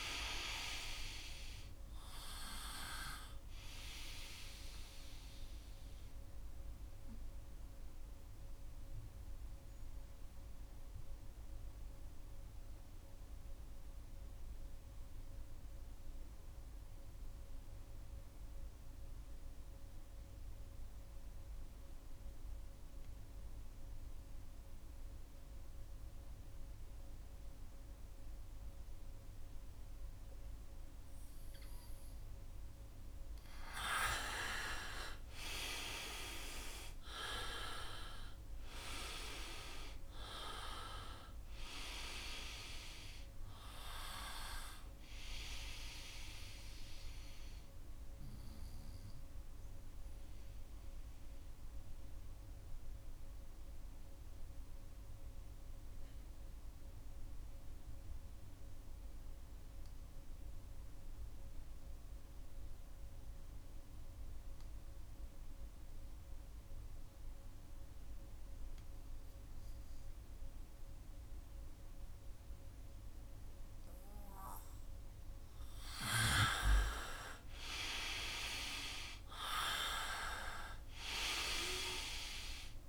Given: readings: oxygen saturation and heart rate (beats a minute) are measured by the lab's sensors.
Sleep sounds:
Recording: breathing in sleep by a room microphone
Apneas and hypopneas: 2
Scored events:
0.00-21.50 s: oxygen desaturation (device-marked, oxygen 88% lowest, heart rate 63 extreme)
5.00-32.50 s: obstructive apnea (oxygen 98% before, 85% lowest, heart rate 73 before, 61 extreme, up 5 after)
34.00-38.50 s: arousal
35.50-64.50 s: oxygen desaturation (device-marked, oxygen 98% before, 85% lowest, heart rate 67 before, 61 extreme)
46.50-73.50 s: obstructive apnea (oxygen 98% before, 84% lowest, heart rate 68 before, 61 extreme, up 4 after)
75.50-80.50 s: arousal
76.50-82.89 s: oxygen desaturation (device-marked, oxygen 99% before, 84% lowest, heart rate 64 before, 65 extreme)
From the record:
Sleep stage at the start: N2 (light sleep)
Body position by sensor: on the right side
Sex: male

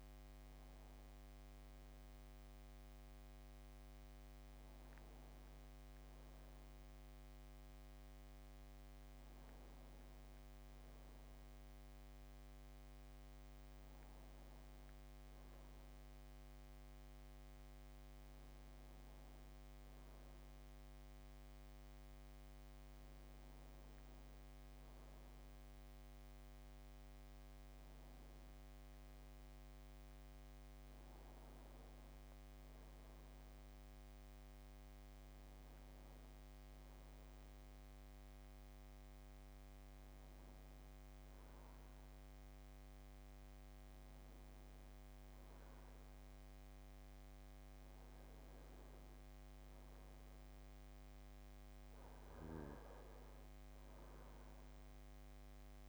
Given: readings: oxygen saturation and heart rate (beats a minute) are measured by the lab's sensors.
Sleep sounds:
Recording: breathing in sleep, hard to hear, by a microphone on the trachea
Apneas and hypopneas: none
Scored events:
none scored
From the record:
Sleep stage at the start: N2 (light sleep)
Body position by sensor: on the back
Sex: male

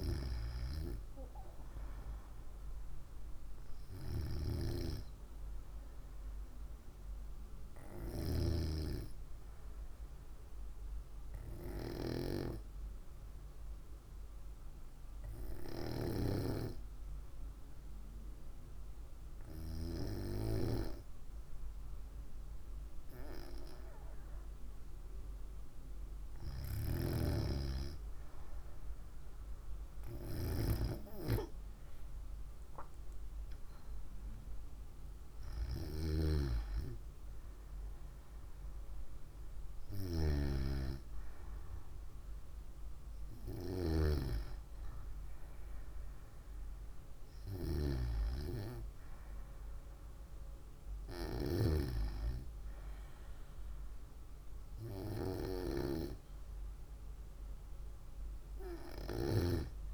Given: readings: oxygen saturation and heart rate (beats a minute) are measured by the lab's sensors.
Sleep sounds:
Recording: breathing in sleep by a room microphone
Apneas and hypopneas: 1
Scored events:
11.50-26.00 s: hypopnea (oxygen 96% before, 94% lowest, heart rate 59 before, 55 extreme, up 2 after)
29.50-34.00 s: arousal
From the record:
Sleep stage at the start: N2 (light sleep)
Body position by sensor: on the right side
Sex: female

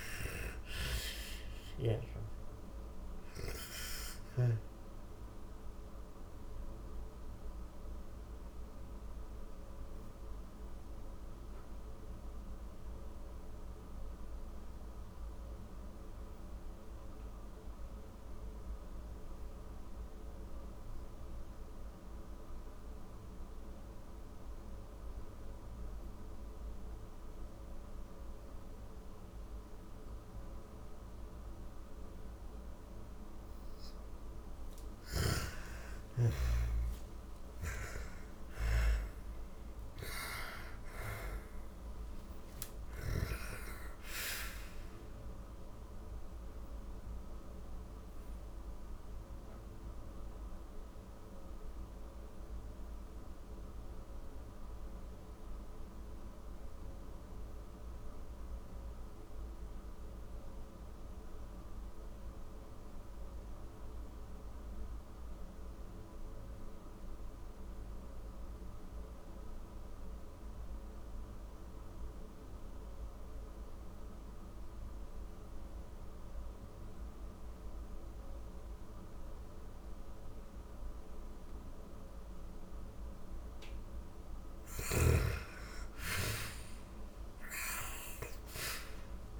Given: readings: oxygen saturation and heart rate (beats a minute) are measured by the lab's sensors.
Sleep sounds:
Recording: breathing in sleep by a room microphone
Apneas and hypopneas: 2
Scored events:
0.00-19.00 s: oxygen desaturation (device-marked, oxygen 75% lowest, heart rate 38 extreme)
2.00-31.50 s: obstructive apnea (oxygen 97% before, 75% lowest, heart rate 69 before, 38 extreme, up 45 after)
30.00-40.00 s: oxygen desaturation (device-marked, oxygen 99% before, 92% lowest, heart rate 48 before, 48 extreme)
33.50-39.00 s: arousal
46.00-81.50 s: obstructive apnea (oxygen 99% before, 81% lowest, heart rate 69 before, 48 extreme, up 29 after)
49.00-58.00 s: oxygen desaturation (device-marked, oxygen 94% before, 87% lowest, heart rate 72 before, 55 extreme)
76.00-89.40 s: oxygen desaturation (device-marked, oxygen 98% before, 81% lowest, heart rate 62 before, 43 extreme)
83.00-87.50 s: arousal
83.00-88.00 s: snoring (device-marked)
From the record:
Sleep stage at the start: N2 (light sleep)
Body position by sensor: on the back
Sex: female

